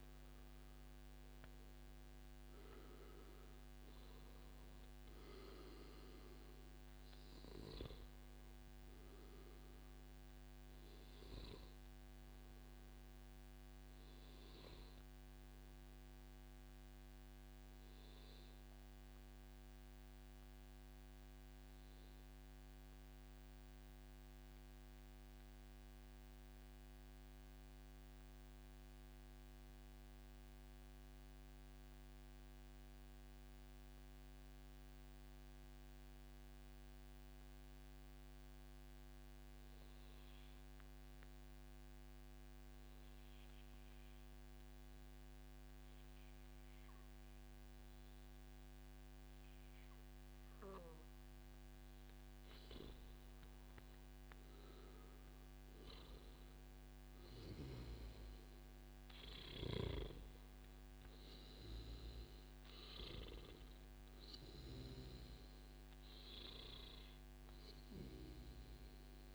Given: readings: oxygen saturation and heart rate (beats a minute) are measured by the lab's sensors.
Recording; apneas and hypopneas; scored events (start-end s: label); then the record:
breathing in sleep by a microphone on the trachea; 1
0.00-14.50 s: oxygen desaturation (device-marked, oxygen 92% lowest, heart rate 90 extreme)
13.00-15.00 s: long interval between heartbeats (device-marked, heart rate 141 before, 133 extreme)
16.00-51.50 s: mixed apnea (oxygen 97% before, 93% lowest, heart rate 140 before, 96 extreme, up 0 after)
17.50-19.50 s: long interval between heartbeats (device-marked, heart rate 137 before, 95 extreme)
47.50-69.35 s: oxygen desaturation (device-marked, oxygen 98% before, 93% lowest, heart rate 131 before, 121 extreme)
52.50-57.00 s: arousal
57.00-59.00 s: long interval between heartbeats (device-marked, heart rate 141 before, 129 extreme)
From the record:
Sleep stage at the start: N2 (light sleep); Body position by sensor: on the back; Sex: male